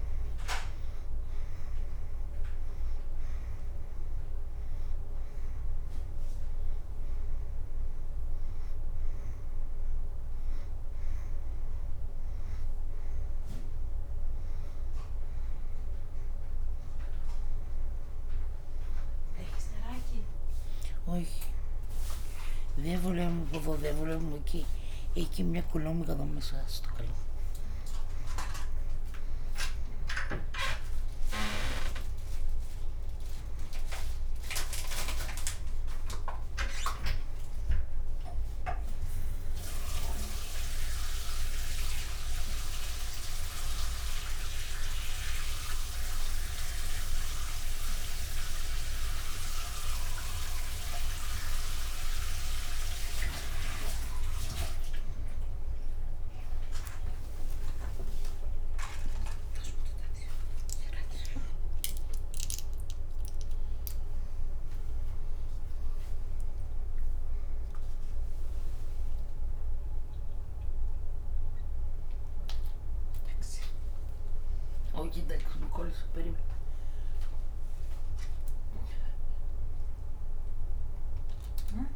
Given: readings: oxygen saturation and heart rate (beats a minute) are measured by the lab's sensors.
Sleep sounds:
a person awake in a sleep study, by a room microphone; none
none scored
From the record:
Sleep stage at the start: awake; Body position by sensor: on the right side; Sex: female

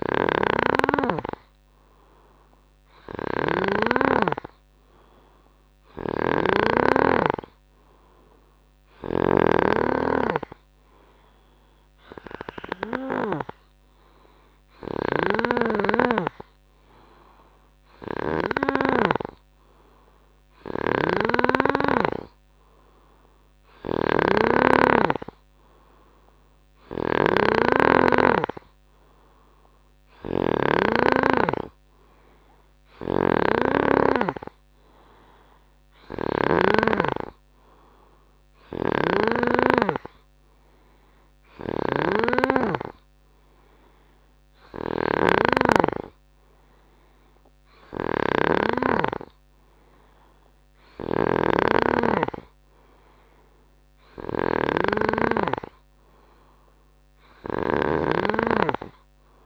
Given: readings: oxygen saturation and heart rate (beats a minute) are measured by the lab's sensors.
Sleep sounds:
breathing in sleep by a microphone on the trachea; none
0.00-18.50 s: snoring (device-marked)
20.50-36.50 s: snoring (device-marked)
38.50-59.46 s: snoring (device-marked)
From the record:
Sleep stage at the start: N3 (deep sleep); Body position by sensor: on the right side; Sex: male

